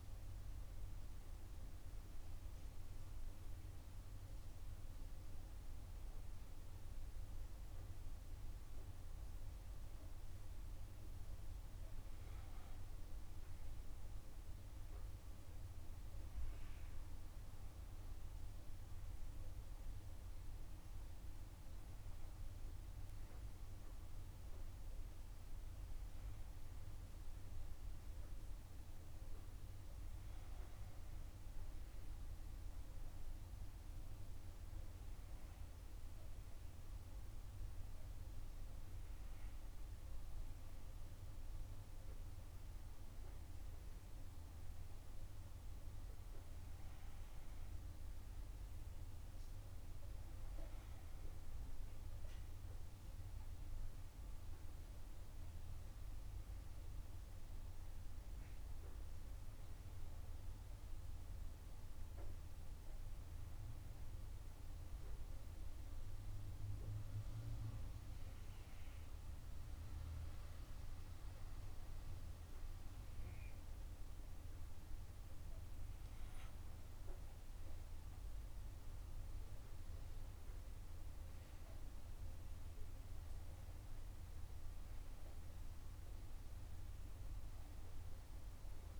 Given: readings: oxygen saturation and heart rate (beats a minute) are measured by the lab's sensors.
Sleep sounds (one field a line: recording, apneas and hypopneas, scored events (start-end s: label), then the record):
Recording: a person awake in a sleep study, hard to hear, by a room microphone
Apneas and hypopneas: 1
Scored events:
60.00-89.00 s: new sleep stage, N2 (light sleep)
65.50-77.00 s: obstructive apnea (oxygen 94% before, 92% lowest, heart rate 60 before, 58 extreme, up 1 after)
78.00-82.50 s: arousal
From the record:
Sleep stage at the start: awake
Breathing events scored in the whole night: 415 in 6.4 hours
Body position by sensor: on the back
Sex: female